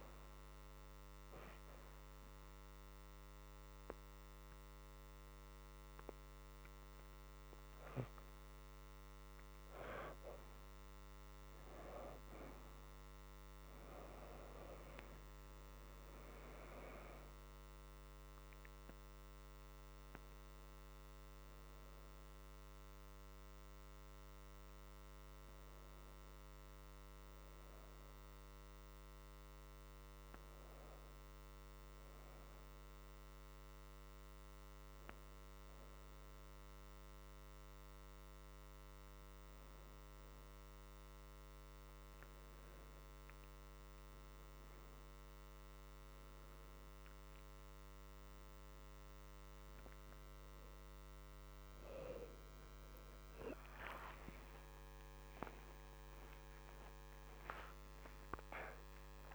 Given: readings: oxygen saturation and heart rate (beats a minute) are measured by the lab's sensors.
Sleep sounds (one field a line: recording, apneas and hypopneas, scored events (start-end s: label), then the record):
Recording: breathing in sleep by a microphone on the trachea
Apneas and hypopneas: 1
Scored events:
0.50-10.50 s: obstructive apnea (oxygen 86% before, 65% lowest, heart rate 84 before, 75 extreme, up 2 after)
2.50-14.50 s: oxygen desaturation (device-marked, oxygen 86% before, 73% lowest, heart rate 84 before, 75 extreme)
13.00-16.50 s: arousal
17.50-47.50 s: new sleep stage, N1 (lightest sleep)
20.50-47.50 s: oxygen desaturation (device-marked, oxygen 82% before, 65% lowest, heart rate 84 before, 75 extreme)
47.50-59.35 s: new sleep stage, awake
From the record:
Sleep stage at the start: N2 (light sleep)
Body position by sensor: on the back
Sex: female